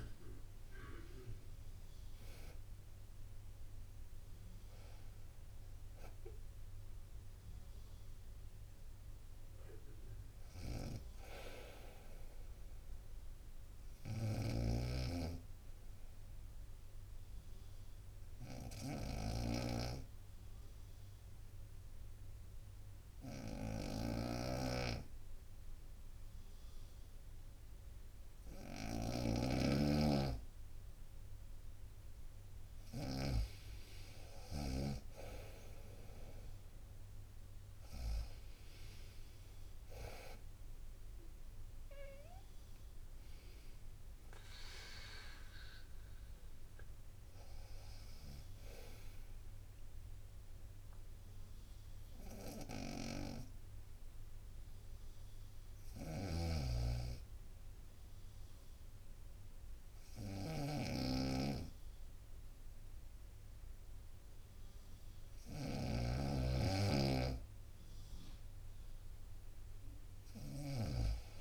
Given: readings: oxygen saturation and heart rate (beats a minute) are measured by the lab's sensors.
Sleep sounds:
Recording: breathing in sleep by a room microphone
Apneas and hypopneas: 2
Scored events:
0.00-2.50 s: arousal
0.00-7.00 s: drop in pulse transit time (device-marked, heart rate 63 extreme)
0.00-19.00 s: oxygen desaturation (device-marked, oxygen 92% lowest, heart rate 57 extreme)
14.00-33.50 s: snoring (device-marked)
15.50-31.00 s: obstructive apnea (oxygen 97% before, 92% lowest, heart rate 63 before, 57 extreme, up 6 after)
18.00-29.00 s: bradycardia (device-marked, heart rate 63 before, 57 extreme)
33.00-37.00 s: arousal
35.00-59.00 s: oxygen desaturation (device-marked, oxygen 97% before, 92% lowest, heart rate 59 before, 58 extreme)
36.00-51.00 s: drop in pulse transit time (device-marked, heart rate 59 before, 61 extreme)
55.00-69.00 s: bradycardia (device-marked, heart rate 63 before, 58 extreme)
55.50-71.41 s: snoring (device-marked)
57.00-67.00 s: obstructive apnea (oxygen 97% before, 93% lowest, heart rate 62 before, 58 extreme, up 2 after)
70.00-71.41 s: bradycardia (device-marked, heart rate 63 before, 59 extreme)
From the record:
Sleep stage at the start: N2 (light sleep)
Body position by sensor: on the right side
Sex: female

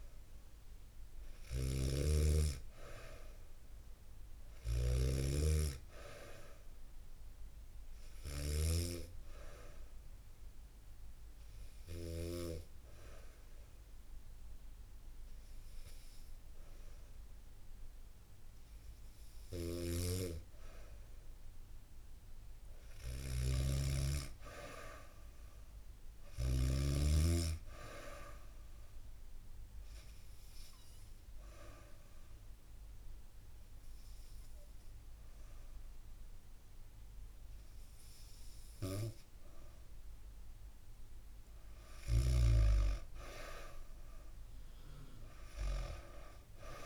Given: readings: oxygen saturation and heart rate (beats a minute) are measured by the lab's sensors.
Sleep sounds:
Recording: breathing in sleep by a room microphone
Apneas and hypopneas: 2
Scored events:
0.00-12.00 s: snoring (device-marked)
9.00-20.00 s: hypopnea (oxygen 94% before, 92% lowest, heart rate 73 before, 67 extreme, up 0 after)
19.00-26.00 s: snoring (device-marked)
21.50-25.00 s: arousal
29.00-40.50 s: obstructive apnea (oxygen 95% before, 92% lowest, heart rate 72 before, 66 extreme, up 2 after)
43.00-46.50 s: arousal
From the record:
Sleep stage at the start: N2 (light sleep)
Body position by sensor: on the back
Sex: female

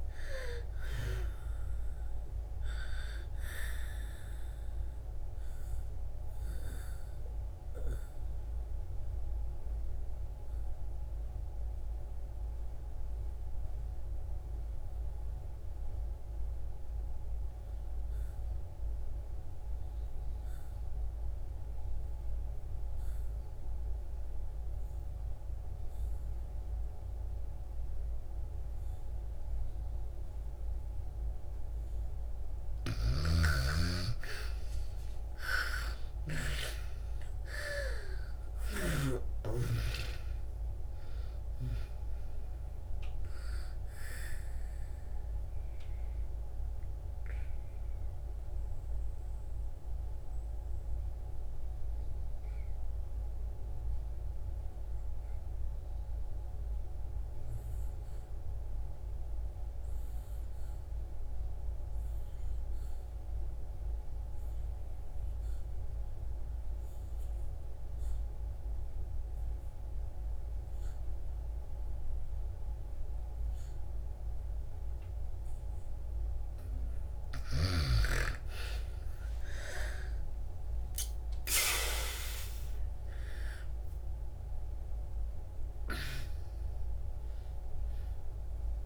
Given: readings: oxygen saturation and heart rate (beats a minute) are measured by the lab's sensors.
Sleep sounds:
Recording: breathing in sleep by a room microphone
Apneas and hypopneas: 2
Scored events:
0.00-22.50 s: oxygen desaturation (device-marked, oxygen 84% lowest, heart rate 55 extreme)
5.00-31.50 s: obstructive apnea (oxygen 97% before, 78% lowest, heart rate 78 before, 55 extreme, up 25 after)
24.50-61.50 s: oxygen desaturation (device-marked, oxygen 99% before, 78% lowest, heart rate 64 before, 57 extreme)
32.50-39.00 s: snoring (device-marked)
36.00-40.00 s: arousal
45.50-76.00 s: obstructive apnea (oxygen 99% before, 77% lowest, heart rate 74 before, 57 extreme, up 28 after)
67.50-88.85 s: oxygen desaturation (device-marked, oxygen 98% before, 77% lowest, heart rate 61 before, 57 extreme)
79.00-85.00 s: arousal
From the record:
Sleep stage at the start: N2 (light sleep)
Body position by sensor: on the back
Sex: female

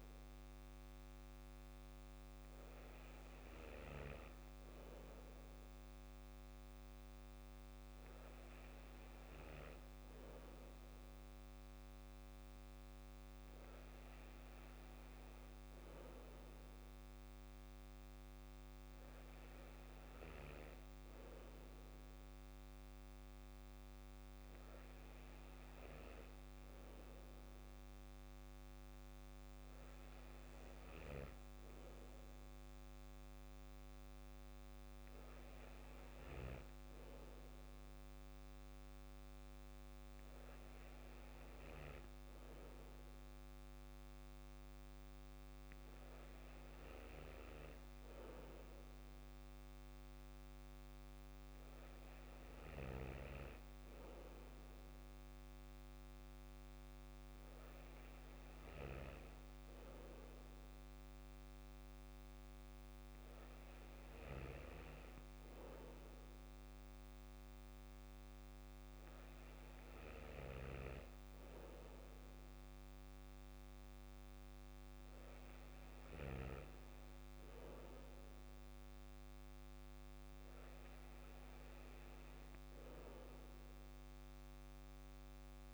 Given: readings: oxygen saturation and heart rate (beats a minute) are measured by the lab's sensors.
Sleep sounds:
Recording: breathing in sleep by a microphone on the trachea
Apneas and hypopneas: none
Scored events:
none scored
From the record:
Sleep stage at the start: N2 (light sleep)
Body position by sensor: on the back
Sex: male

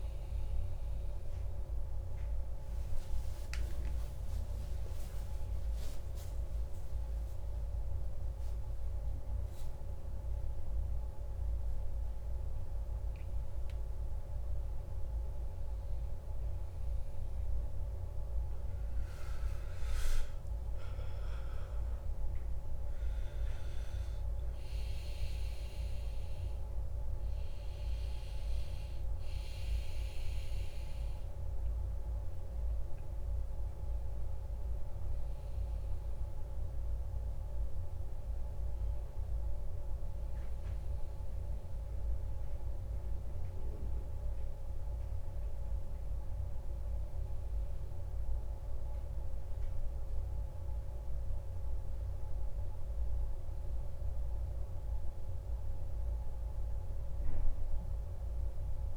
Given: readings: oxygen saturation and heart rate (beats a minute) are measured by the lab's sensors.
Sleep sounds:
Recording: a person awake in a sleep study, hard to hear, by a room microphone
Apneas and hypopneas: none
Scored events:
44.50-58.97 s: new sleep stage, N1 (lightest sleep)
From the record:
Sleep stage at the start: awake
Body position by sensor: on the back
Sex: male

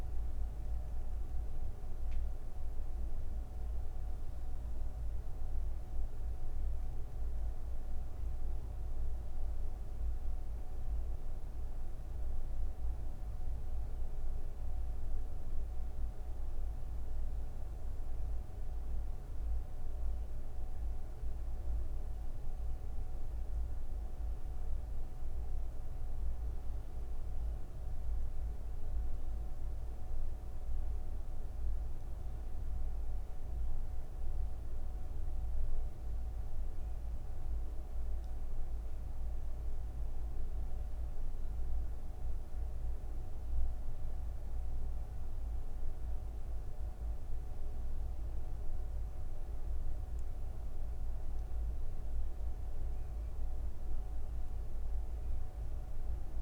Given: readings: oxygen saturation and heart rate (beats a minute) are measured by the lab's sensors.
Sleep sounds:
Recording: breathing in sleep, hard to hear, by a room microphone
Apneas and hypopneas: none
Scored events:
none scored
From the record:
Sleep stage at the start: N1 (lightest sleep)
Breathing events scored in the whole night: 113 in 5.3 hours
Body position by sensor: on the back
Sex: female

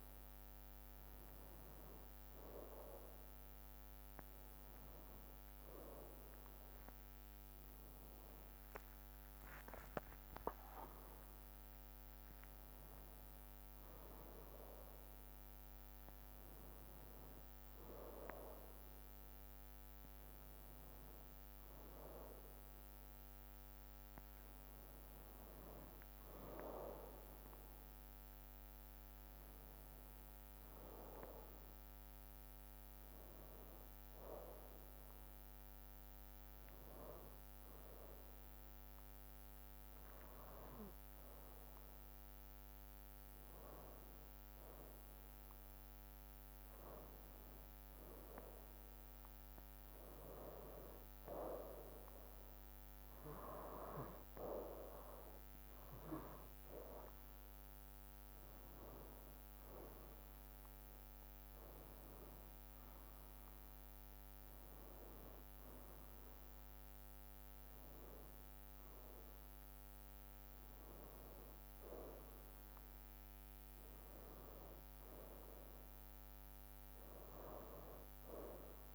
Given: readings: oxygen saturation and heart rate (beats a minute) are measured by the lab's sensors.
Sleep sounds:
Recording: breathing in sleep by a microphone on the trachea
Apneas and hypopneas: none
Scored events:
9.50-13.50 s: arousal
48.00-52.00 s: arousal
From the record:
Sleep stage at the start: N2 (light sleep)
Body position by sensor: on the right side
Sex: male

